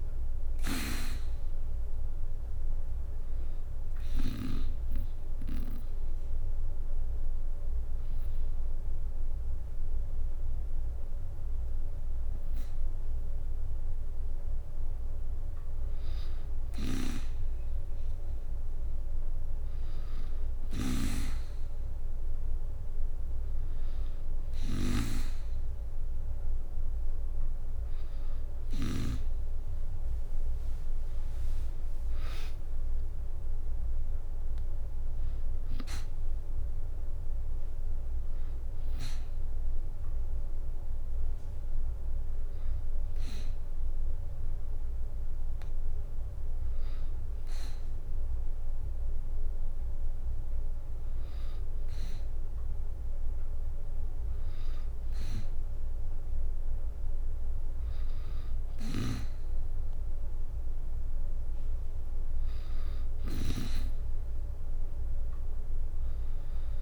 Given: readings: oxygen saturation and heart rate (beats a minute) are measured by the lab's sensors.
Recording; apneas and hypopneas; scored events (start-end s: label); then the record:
breathing in sleep by a room microphone; 1
0.00-17.00 s: oxygen desaturation (device-marked, oxygen 92% lowest, heart rate 63 extreme)
3.00-14.00 s: hypopnea (oxygen 96% before, 92% lowest, heart rate 65 before, 63 extreme, up 2 after)
20.00-28.50 s: snoring (device-marked)
24.00-26.50 s: arousal
31.00-45.00 s: drop in pulse transit time (device-marked, heart rate 65 before, 63 extreme)
64.50-66.82 s: arousal
From the record:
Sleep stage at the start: N2 (light sleep); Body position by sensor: on the back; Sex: female